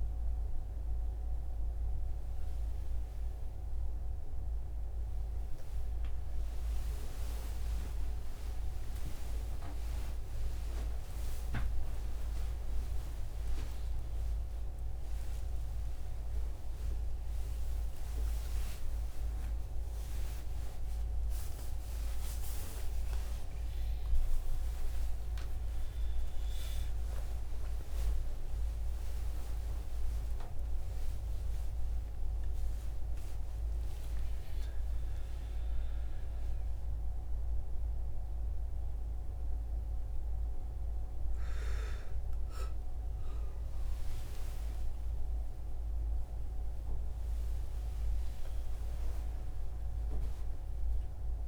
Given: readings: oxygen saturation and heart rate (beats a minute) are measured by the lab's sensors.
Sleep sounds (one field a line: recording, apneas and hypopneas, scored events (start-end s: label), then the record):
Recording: a person awake in a sleep study, by a room microphone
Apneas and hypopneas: none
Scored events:
11.50-51.48 s: new sleep stage, awake
From the record:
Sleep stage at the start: N1 (lightest sleep)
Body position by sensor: on the right side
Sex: male